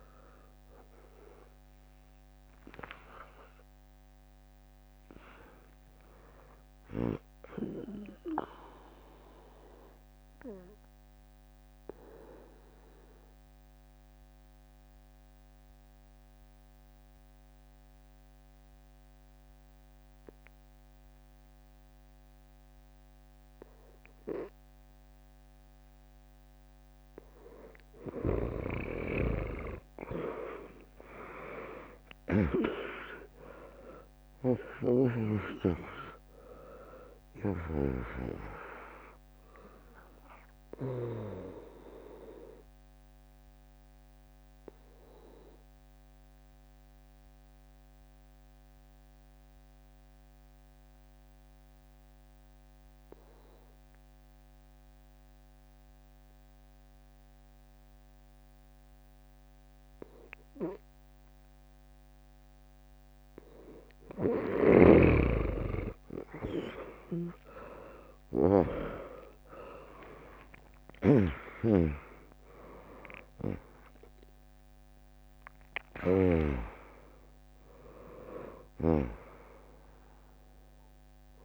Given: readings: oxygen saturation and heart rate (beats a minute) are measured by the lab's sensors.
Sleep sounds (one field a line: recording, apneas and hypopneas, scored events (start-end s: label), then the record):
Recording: breathing in sleep by a microphone on the trachea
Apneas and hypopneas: 2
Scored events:
0.00-8.00 s: drop in pulse transit time (device-marked, heart rate 78 extreme)
0.00-19.00 s: oxygen desaturation (device-marked, oxygen 95% lowest, heart rate 55 extreme)
8.00-26.50 s: obstructive apnea (oxygen 98% before, 95% lowest, heart rate 79 before, 55 extreme, up 7 after)
23.00-29.00 s: bradycardia (device-marked, heart rate 75 before, 55 extreme)
30.00-34.00 s: arousal
34.00-48.00 s: drop in pulse transit time (device-marked, heart rate 68 before, 65 extreme)
35.00-58.00 s: oxygen desaturation (device-marked, oxygen 100% before, 95% lowest, heart rate 68 before, 57 extreme)
38.50-64.00 s: obstructive apnea (oxygen 100% before, 95% lowest, heart rate 66 before, 57 extreme, up 14 after)
50.00-55.00 s: bradycardia (device-marked, heart rate 73 before, 57 extreme)
60.00-65.00 s: bradycardia (device-marked, heart rate 72 before, 58 extreme)
67.00-71.50 s: arousal
70.00-81.45 s: drop in pulse transit time (device-marked, heart rate 60 before, 67 extreme)
70.50-76.00 s: snoring (device-marked)
From the record:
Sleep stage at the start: N2 (light sleep)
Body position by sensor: on the right side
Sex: female